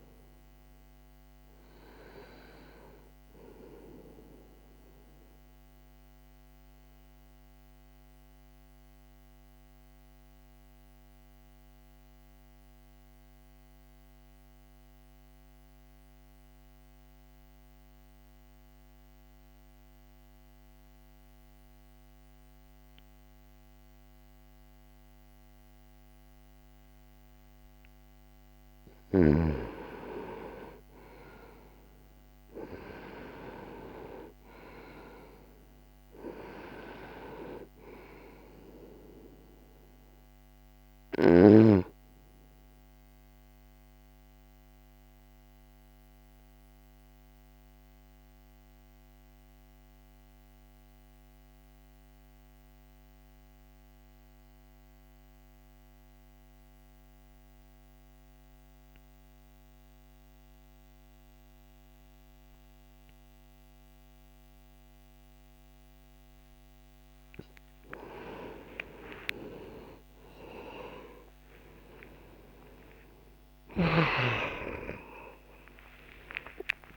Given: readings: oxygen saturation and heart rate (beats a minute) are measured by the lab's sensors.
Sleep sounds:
breathing in sleep by a microphone on the trachea; 2
0.00-25.50 s: oxygen desaturation (device-marked, oxygen 88% lowest, heart rate 60 extreme)
3.50-27.50 s: mixed apnea (oxygen 98% before, 88% lowest, heart rate 60 before, 60 extreme, up 0 after)
29.00-33.00 s: arousal
42.00-66.50 s: obstructive apnea (oxygen 98% before, 90% lowest, heart rate 60 before, 60 extreme, up 31 after)
54.50-64.50 s: oxygen desaturation (device-marked, oxygen 95% before, 90% lowest, heart rate 60 before, 60 extreme)
76.50-76.96 s: new sleep stage, awake
From the record:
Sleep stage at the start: REM sleep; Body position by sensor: on the back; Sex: male

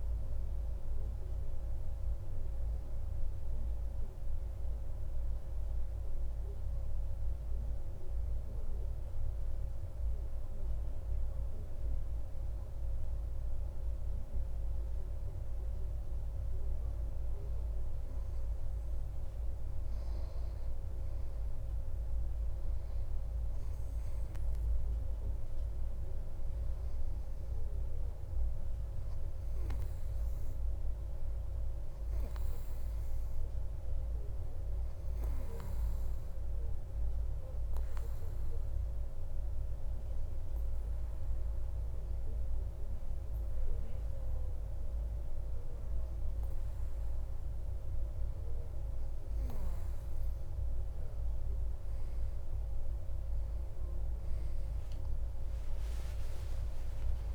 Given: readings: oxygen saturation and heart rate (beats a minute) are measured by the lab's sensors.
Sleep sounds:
breathing in sleep, hard to hear, by a room microphone; 2
6.50-17.00 s: hypopnea (oxygen 95% before, 92% lowest)
23.50-27.50 s: arousal
37.50-48.50 s: hypopnea (oxygen 96% before, 92% lowest)
52.00-57.35 s: new sleep stage, N1 (lightest sleep)
From the record:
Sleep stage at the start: N2 (light sleep); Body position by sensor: on the back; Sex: male

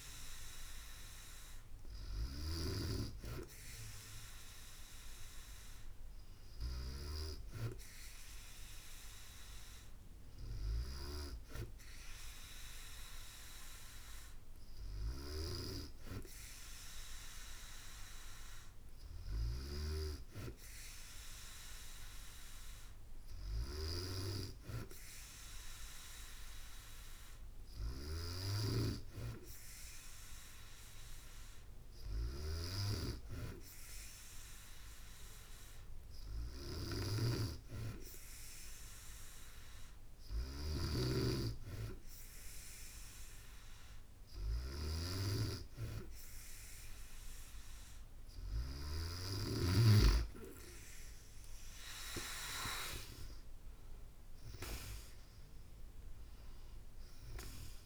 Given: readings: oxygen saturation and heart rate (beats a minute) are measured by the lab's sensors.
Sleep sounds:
breathing in sleep by a room microphone; none
0.00-2.00 s: snoring (device-marked)
36.00-40.50 s: snoring (device-marked)
50.00-54.50 s: arousal
From the record:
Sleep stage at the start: N2 (light sleep); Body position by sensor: on the back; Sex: female

